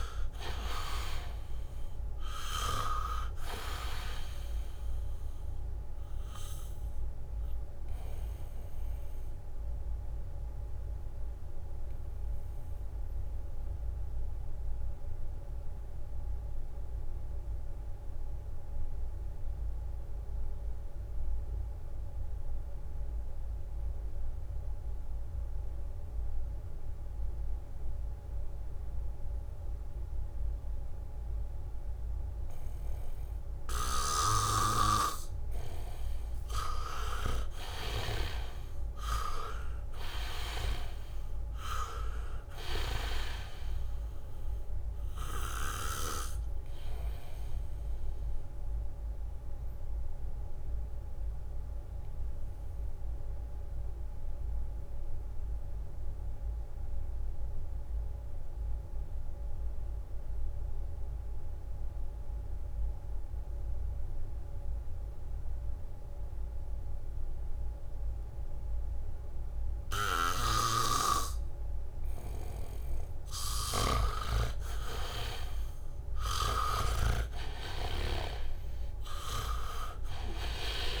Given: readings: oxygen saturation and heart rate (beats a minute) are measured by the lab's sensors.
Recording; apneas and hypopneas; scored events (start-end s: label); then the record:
breathing in sleep by a room microphone; 2
0.00-3.50 s: arousal
0.00-8.00 s: leg movement (device-marked)
0.00-23.00 s: oxygen desaturation (device-marked, oxygen 79% lowest, heart rate 62 extreme)
10.00-34.50 s: obstructive apnea (oxygen 99% before, 79% lowest, heart rate 68 before, 62 extreme, up 7 after)
24.00-31.00 s: leg movement (device-marked)
33.00-62.00 s: oxygen desaturation (device-marked, oxygen 99% before, 79% lowest, heart rate 70 before, 63 extreme)
34.00-38.50 s: snoring (device-marked)
37.00-41.50 s: arousal
49.00-72.00 s: obstructive apnea (oxygen 99% before, 79% lowest, heart rate 67 before, 67 extreme, up 2 after)
64.00-81.00 s: oxygen desaturation (device-marked, oxygen 99% before, 80% lowest, heart rate 70 before, 67 extreme)
70.50-77.00 s: snoring (device-marked)
74.00-78.00 s: arousal
From the record:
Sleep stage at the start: N2 (light sleep); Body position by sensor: on the back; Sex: male